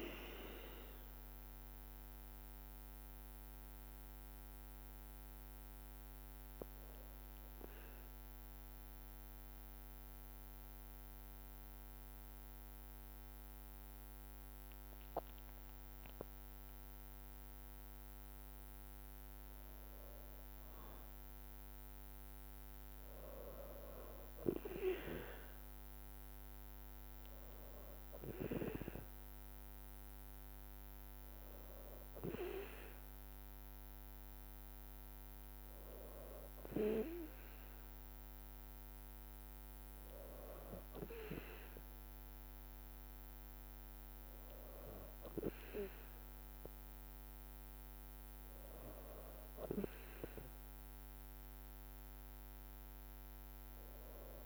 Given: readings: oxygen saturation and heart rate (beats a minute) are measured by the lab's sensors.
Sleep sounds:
breathing in sleep by a microphone on the trachea; 1
2.00-6.00 s: arousal
3.00-16.00 s: drop in pulse transit time (device-marked, heart rate 57 before, 54 extreme)
7.00-19.50 s: mixed apnea (oxygen 95% before, 92% lowest, heart rate 57 before, 54 extreme, up 4 after)
23.00-27.50 s: arousal
32.00-43.00 s: oxygen desaturation (device-marked, oxygen 97% before, 92% lowest, heart rate 56 before, 55 extreme)
From the record:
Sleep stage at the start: N2 (light sleep); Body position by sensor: on the back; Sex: female

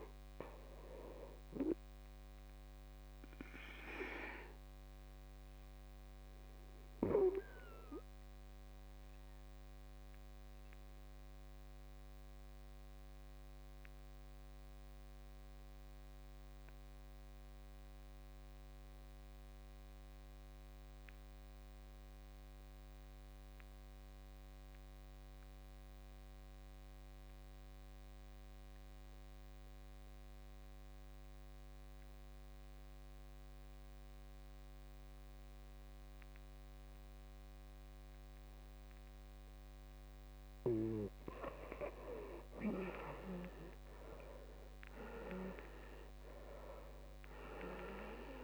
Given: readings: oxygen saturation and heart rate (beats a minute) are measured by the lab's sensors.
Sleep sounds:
breathing in sleep by a microphone on the trachea; 1
0.00-14.00 s: oxygen desaturation (device-marked, oxygen 77% lowest, heart rate 53 extreme)
4.00-39.50 s: obstructive apnea (oxygen 97% before, 76% lowest, heart rate 68 before, 53 extreme, up 11 after)
27.00-48.44 s: oxygen desaturation (device-marked, oxygen 98% before, 76% lowest, heart rate 55 before, 54 extreme)
42.00-46.50 s: arousal
From the record:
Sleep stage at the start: N2 (light sleep); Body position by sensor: on the back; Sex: male

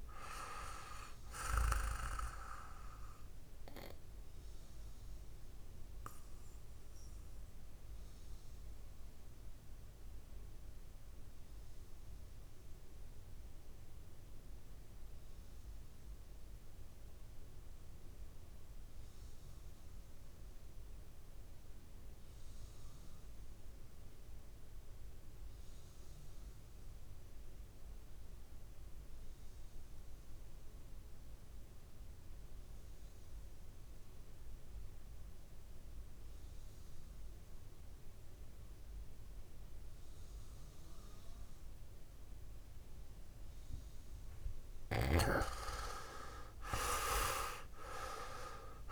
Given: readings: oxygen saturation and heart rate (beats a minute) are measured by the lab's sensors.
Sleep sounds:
breathing in sleep by a room microphone; 1
0.00-19.00 s: oxygen desaturation (device-marked, oxygen 84% lowest, heart rate 54 extreme)
2.50-44.00 s: mixed apnea (oxygen 100% before, 84% lowest, heart rate 62 before, 52 extreme, up 11 after)
37.00-48.92 s: oxygen desaturation (device-marked, oxygen 99% before, 84% lowest, heart rate 57 before, 52 extreme)
46.00-48.92 s: arousal
From the record:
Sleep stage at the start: REM sleep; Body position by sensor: on the back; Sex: male

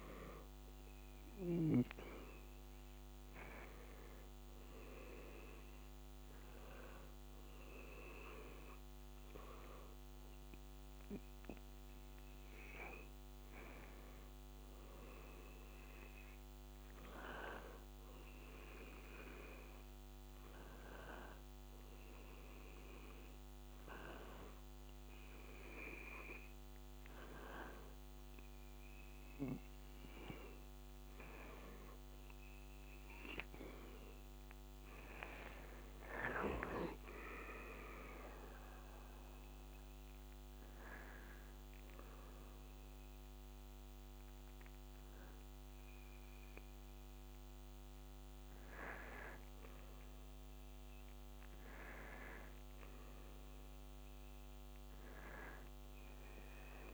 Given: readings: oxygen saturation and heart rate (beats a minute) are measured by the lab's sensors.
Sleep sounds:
breathing in sleep by a microphone on the trachea; 1
11.50-15.00 s: arousal
19.50-32.50 s: hypopnea (oxygen 94% before, 90% lowest, heart rate 83 before, 82 extreme, up 5 after)
34.50-39.00 s: arousal
45.00-53.00 s: oxygen desaturation (device-marked, oxygen 94% before, 90% lowest, heart rate 84 before, 82 extreme)
From the record:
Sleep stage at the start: N2 (light sleep); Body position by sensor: on the back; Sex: male

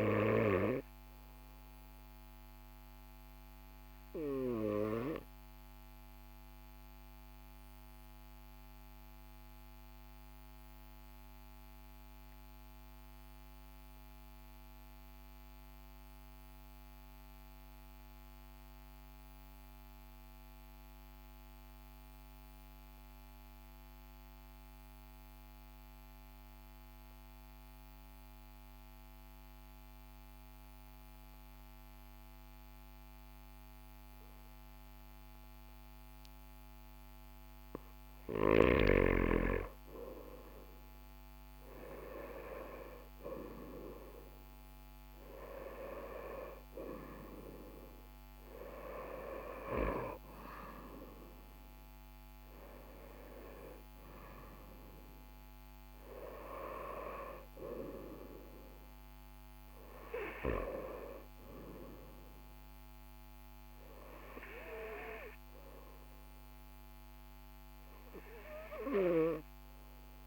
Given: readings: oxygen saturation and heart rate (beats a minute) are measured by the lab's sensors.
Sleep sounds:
breathing in sleep by a microphone on the trachea; 1
0.00-4.00 s: oxygen desaturation (device-marked, oxygen 93% lowest, heart rate 41 extreme)
4.50-37.50 s: obstructive apnea (oxygen 97% before, 94% lowest, heart rate 42 before, 41 extreme, up 2 after)
40.00-43.50 s: arousal
From the record:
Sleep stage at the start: N2 (light sleep); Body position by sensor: on the right side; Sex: male

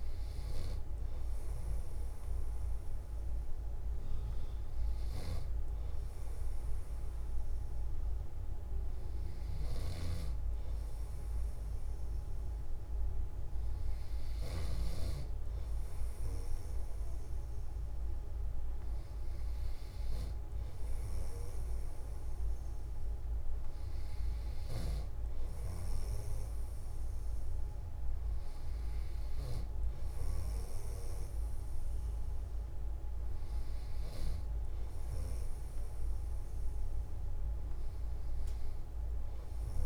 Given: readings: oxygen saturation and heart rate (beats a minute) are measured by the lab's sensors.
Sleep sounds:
breathing in sleep, hard to hear, by a room microphone; none
none scored
From the record:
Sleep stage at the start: N3 (deep sleep); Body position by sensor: on the back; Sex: male

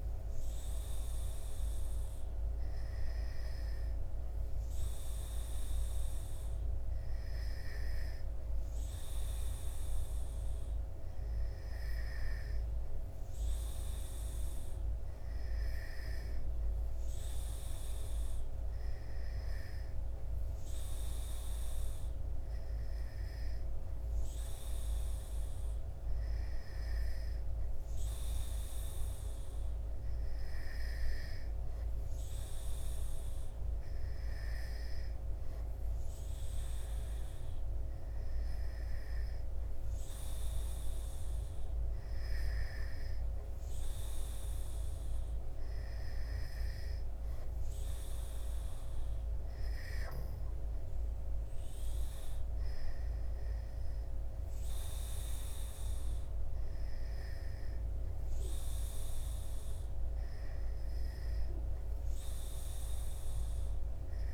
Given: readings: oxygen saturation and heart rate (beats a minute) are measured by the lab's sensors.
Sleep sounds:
breathing in sleep, hard to hear, by a room microphone; none
none scored
From the record:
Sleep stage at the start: N2 (light sleep); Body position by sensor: on the back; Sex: male

